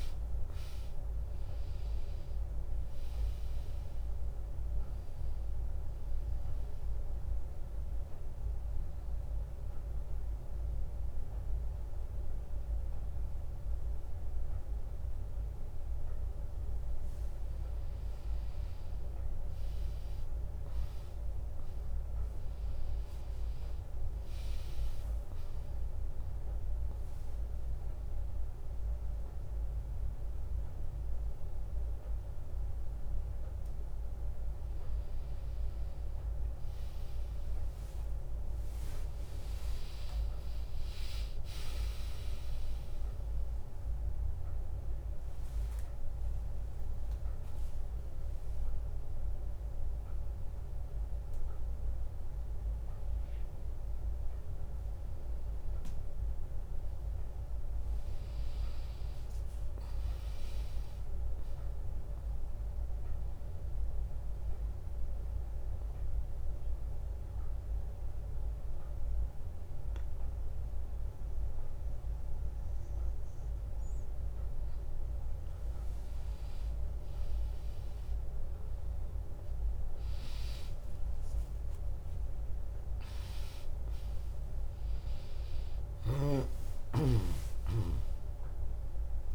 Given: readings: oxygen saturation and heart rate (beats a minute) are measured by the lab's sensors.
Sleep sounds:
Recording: breathing in sleep, hard to hear, by a room microphone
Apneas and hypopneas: 3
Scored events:
0.00-1.50 s: arousal
6.50-16.50 s: drop in pulse transit time (device-marked, heart rate 73 before, 79 extreme)
7.50-18.50 s: central apnea (oxygen 99% before, 96% lowest, heart rate 72 before, 80 extreme, up 1 after)
22.50-26.50 s: arousal
22.50-52.50 s: new sleep stage, N1 (lightest sleep)
43.50-55.00 s: obstructive apnea (oxygen 99% before, 97% lowest, heart rate 83 before, 63 extreme, up 0 after)
43.50-55.50 s: drop in pulse transit time (device-marked, heart rate 83 before, 82 extreme)
52.50-89.34 s: new sleep stage, N2 (light sleep)
56.50-60.50 s: arousal
65.00-76.00 s: central apnea (oxygen 99% before, 97% lowest, heart rate 79 before, 69 extreme, up 6 after)
78.50-82.50 s: arousal
85.50-89.34 s: drop in pulse transit time (device-marked, heart rate 78 before, 82 extreme)
From the record:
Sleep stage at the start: N2 (light sleep)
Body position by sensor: on the back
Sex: female

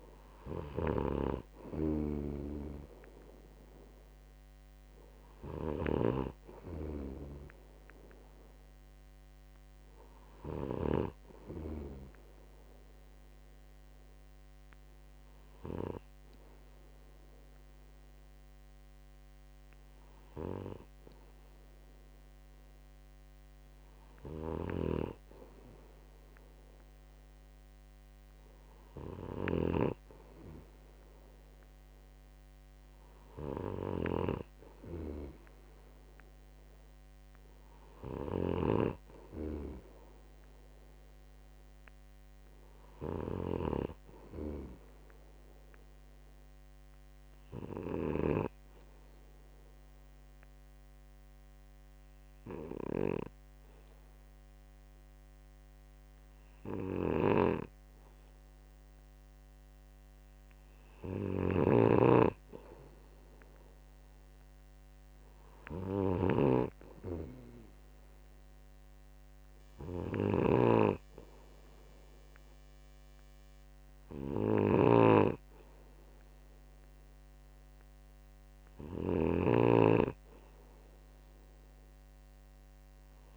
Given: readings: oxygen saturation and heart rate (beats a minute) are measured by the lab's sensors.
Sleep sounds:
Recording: breathing in sleep by a microphone on the trachea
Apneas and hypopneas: 1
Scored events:
0.00-11.50 s: snoring (device-marked)
25.00-49.00 s: snoring (device-marked)
48.50-61.00 s: obstructive apnea (oxygen 96% before, 92% lowest, heart rate 63 before, 62 extreme, up 1 after)
57.50-83.37 s: snoring (device-marked)
63.00-66.00 s: arousal
From the record:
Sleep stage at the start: N2 (light sleep)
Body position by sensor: on the right side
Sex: male

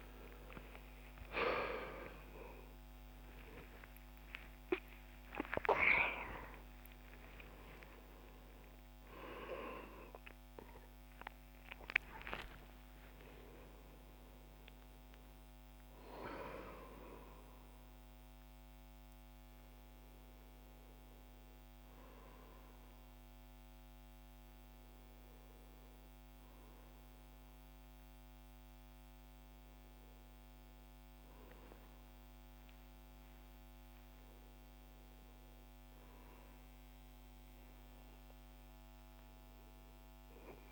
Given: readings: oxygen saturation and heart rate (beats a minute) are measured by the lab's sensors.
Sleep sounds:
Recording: a person awake in a sleep study, by a microphone on the trachea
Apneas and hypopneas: none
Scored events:
0.00-24.00 s: oxygen desaturation (device-marked, oxygen 84% lowest, heart rate 61 extreme)
From the record:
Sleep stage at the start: awake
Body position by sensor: on the back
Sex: male

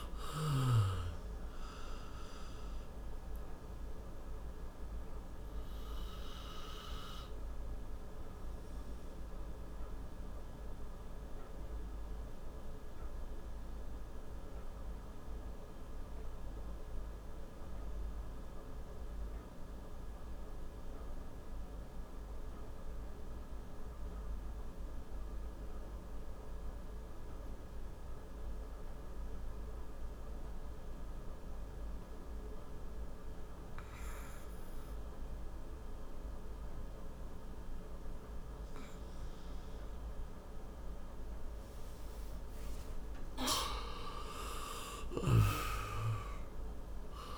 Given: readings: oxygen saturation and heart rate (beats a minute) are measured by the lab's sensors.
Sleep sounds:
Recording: breathing in sleep by a room microphone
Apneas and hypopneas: 1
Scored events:
4.00-23.00 s: oxygen desaturation (device-marked, oxygen 95% before, 88% lowest, heart rate 76 before, 58 extreme)
6.50-40.50 s: obstructive apnea (oxygen 98% before, 85% lowest, heart rate 77 before, 58 extreme, up 11 after)
43.00-47.37 s: arousal
44.00-47.37 s: oxygen desaturation (device-marked, oxygen 95% before, 85% lowest, heart rate 62 before, 57 extreme)
From the record:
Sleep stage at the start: N2 (light sleep)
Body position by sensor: on the back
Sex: male

